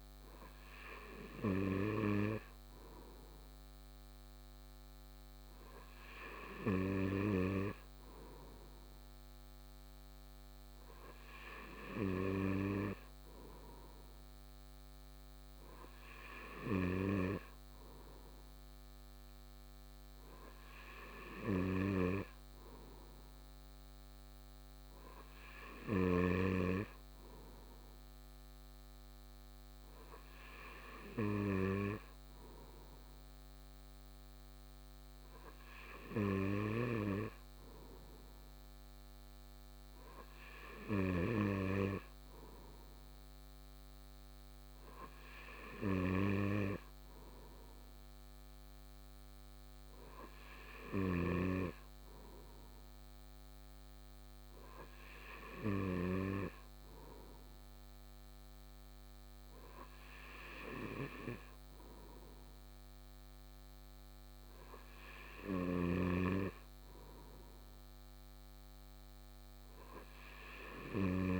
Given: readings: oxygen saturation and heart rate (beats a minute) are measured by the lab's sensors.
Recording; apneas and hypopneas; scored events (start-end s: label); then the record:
breathing in sleep by a microphone on the trachea; none
none scored
From the record:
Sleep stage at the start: N2 (light sleep); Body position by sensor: on the right side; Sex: male